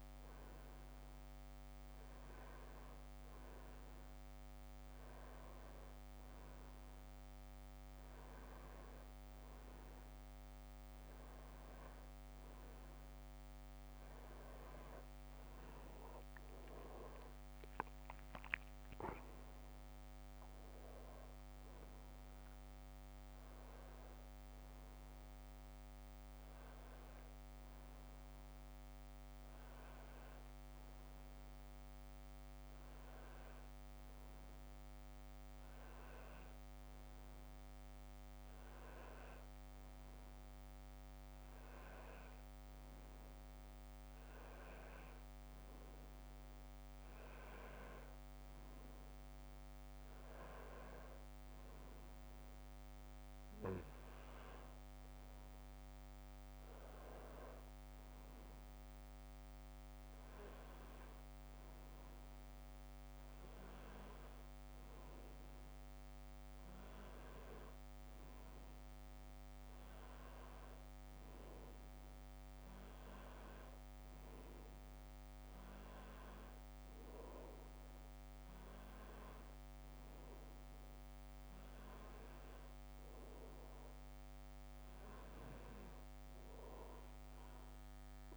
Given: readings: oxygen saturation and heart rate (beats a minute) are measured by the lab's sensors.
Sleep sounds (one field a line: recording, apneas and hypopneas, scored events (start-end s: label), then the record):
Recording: breathing in sleep, hard to hear, by a microphone on the trachea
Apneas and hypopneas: none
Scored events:
none scored
From the record:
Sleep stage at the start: N1 (lightest sleep)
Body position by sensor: on the back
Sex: male